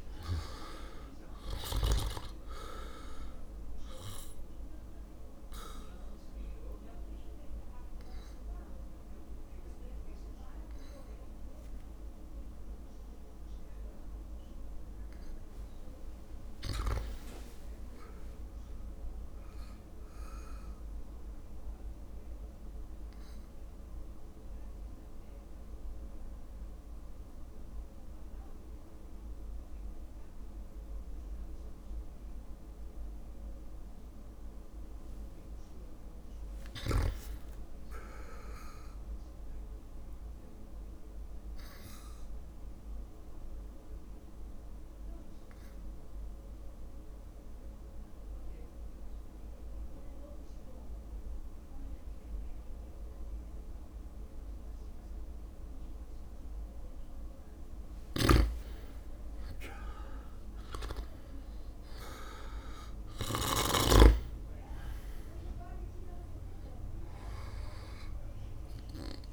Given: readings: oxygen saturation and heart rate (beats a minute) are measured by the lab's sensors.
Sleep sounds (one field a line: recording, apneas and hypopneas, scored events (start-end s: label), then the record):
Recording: breathing in sleep by a room microphone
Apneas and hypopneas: 3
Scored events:
0.00-5.50 s: drop in pulse transit time (device-marked, heart rate 59 extreme)
2.50-24.50 s: oxygen desaturation (device-marked, oxygen 99% before, 95% lowest, heart rate 61 before, 56 extreme)
5.00-16.00 s: obstructive apnea (oxygen 100% before, 95% lowest, heart rate 62 before, 56 extreme, up 3 after)
17.00-19.00 s: arousal
21.50-35.00 s: obstructive apnea (oxygen 99% before, 95% lowest, heart rate 60 before, 56 extreme, up 4 after)
33.50-69.33 s: new sleep stage, N2 (light sleep)
36.00-38.50 s: arousal
40.50-55.50 s: obstructive apnea (oxygen 100% before, 95% lowest, heart rate 58 before, 57 extreme, up 4 after)
58.00-63.50 s: snoring (device-marked)
59.00-62.00 s: arousal
59.50-67.50 s: drop in pulse transit time (device-marked, heart rate 58 before, 60 extreme)
From the record:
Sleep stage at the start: REM sleep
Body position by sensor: on the back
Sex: male